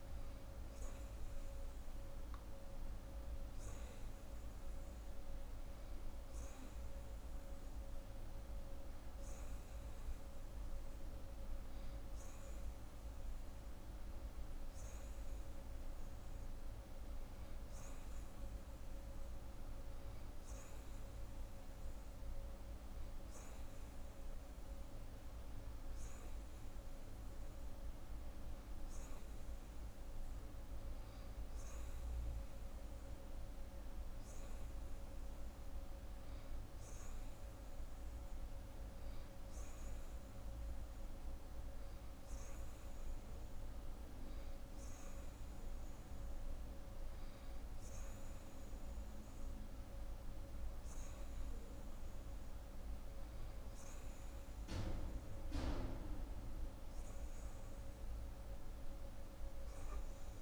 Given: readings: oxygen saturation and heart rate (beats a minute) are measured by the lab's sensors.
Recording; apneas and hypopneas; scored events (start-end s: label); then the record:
breathing in sleep, hard to hear, by a room microphone; none
none scored
From the record:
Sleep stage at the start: N2 (light sleep); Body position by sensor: on the right side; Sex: female